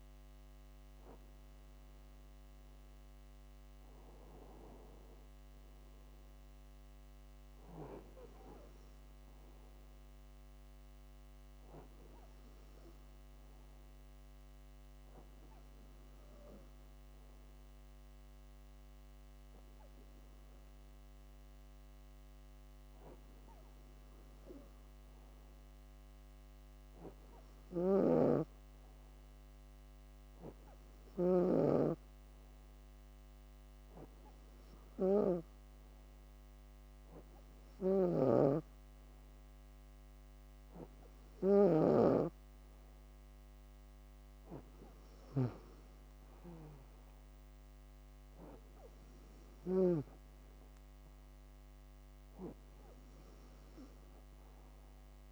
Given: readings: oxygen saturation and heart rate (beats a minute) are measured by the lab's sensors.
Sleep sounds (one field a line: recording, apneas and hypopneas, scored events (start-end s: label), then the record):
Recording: breathing in sleep by a microphone on the trachea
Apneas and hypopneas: 1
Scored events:
14.50-25.50 s: hypopnea (oxygen 96% before, 94% lowest, heart rate 65 before, 63 extreme, up 5 after)
27.50-31.00 s: snoring (device-marked)
28.00-31.50 s: arousal
37.50-41.50 s: snoring (device-marked)
From the record:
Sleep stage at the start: N2 (light sleep)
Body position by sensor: on the back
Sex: female